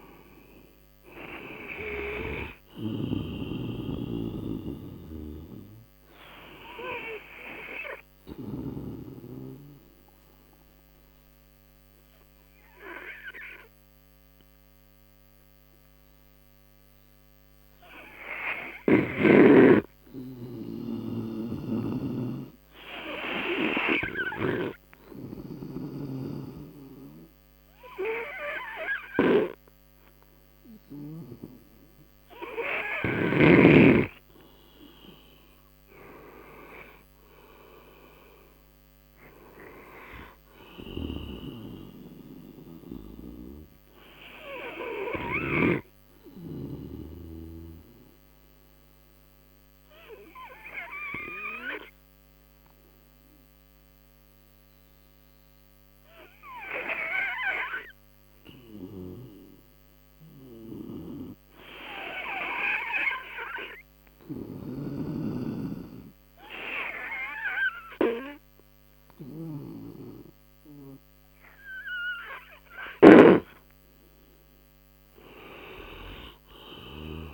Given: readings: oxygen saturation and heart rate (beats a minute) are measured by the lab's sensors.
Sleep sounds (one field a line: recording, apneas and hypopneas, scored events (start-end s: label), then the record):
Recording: breathing in sleep by a microphone on the trachea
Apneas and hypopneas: 2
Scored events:
0.00-3.00 s: oxygen desaturation (device-marked, oxygen 91% lowest)
9.50-21.00 s: obstructive apnea (oxygen 98% before, 90% lowest)
17.00-25.00 s: oxygen desaturation (device-marked, oxygen 94% before, 91% lowest)
25.00-28.50 s: arousal
31.00-44.00 s: oxygen desaturation (device-marked, oxygen 99% before, 92% lowest)
46.50-71.00 s: obstructive apnea (oxygen 99% before, 90% lowest)
67.00-77.34 s: oxygen desaturation (device-marked, oxygen 98% before, 90% lowest)
75.00-77.34 s: arousal
From the record:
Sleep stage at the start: N2 (light sleep)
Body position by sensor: on the right side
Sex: male